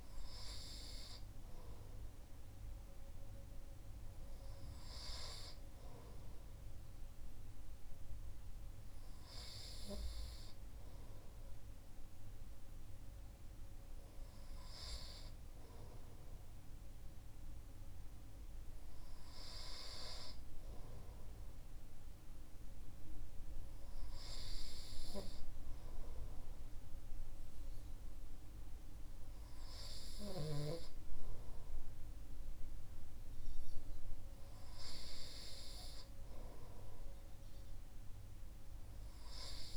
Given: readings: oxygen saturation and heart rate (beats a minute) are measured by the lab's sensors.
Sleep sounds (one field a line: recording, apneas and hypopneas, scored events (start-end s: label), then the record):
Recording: breathing in sleep by a room microphone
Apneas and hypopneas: none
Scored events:
none scored
From the record:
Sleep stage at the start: N2 (light sleep)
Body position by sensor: on the right side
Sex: male